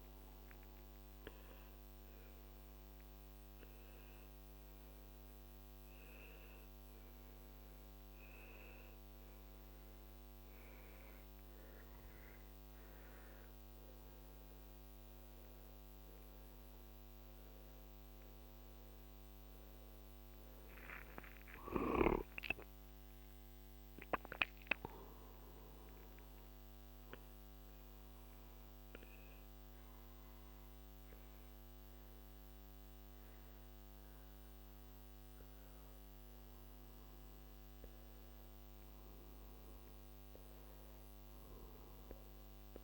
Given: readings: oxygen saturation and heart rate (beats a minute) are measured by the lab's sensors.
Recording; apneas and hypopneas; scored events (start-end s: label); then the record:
breathing in sleep by a microphone on the trachea; 1
3.00-23.00 s: oxygen desaturation (device-marked, oxygen 99% before, 92% lowest, heart rate 60 before, 57 extreme)
4.00-20.00 s: obstructive apnea (oxygen 99% before, 90% lowest, heart rate 60 before, 57 extreme, up 3 after)
22.00-25.50 s: arousal
From the record:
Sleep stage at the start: N1 (lightest sleep); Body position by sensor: on the back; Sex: male